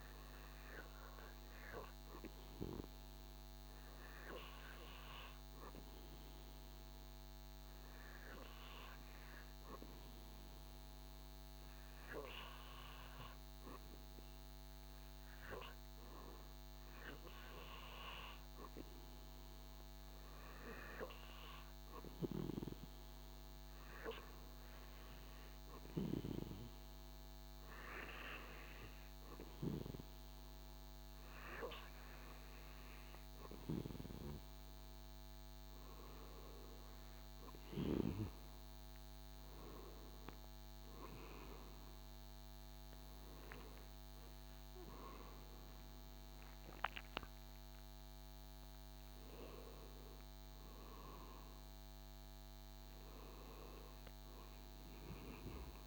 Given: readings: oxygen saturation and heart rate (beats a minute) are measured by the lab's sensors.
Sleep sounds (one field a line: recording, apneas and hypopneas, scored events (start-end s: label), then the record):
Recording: breathing in sleep by a microphone on the trachea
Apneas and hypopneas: 1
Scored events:
8.50-21.50 s: hypopnea (oxygen 95% before, 92% lowest, heart rate 82 before, 79 extreme, up 4 after)
24.00-55.87 s: new sleep stage, N2 (light sleep)
40.50-45.50 s: arousal
From the record:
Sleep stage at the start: REM sleep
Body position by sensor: on the back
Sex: male